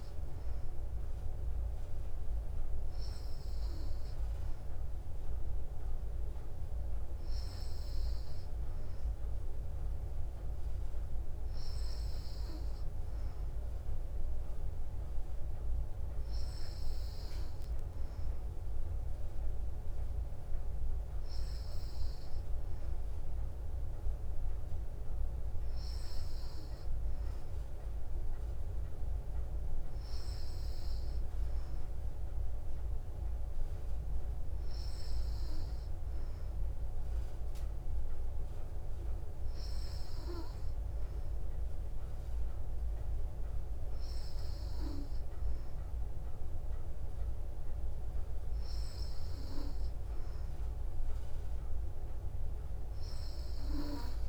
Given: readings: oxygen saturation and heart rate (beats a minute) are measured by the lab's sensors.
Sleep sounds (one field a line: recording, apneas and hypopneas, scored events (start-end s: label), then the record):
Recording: breathing in sleep, hard to hear, by a room microphone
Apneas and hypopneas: none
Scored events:
none scored
From the record:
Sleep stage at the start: N3 (deep sleep)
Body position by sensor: on the back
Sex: female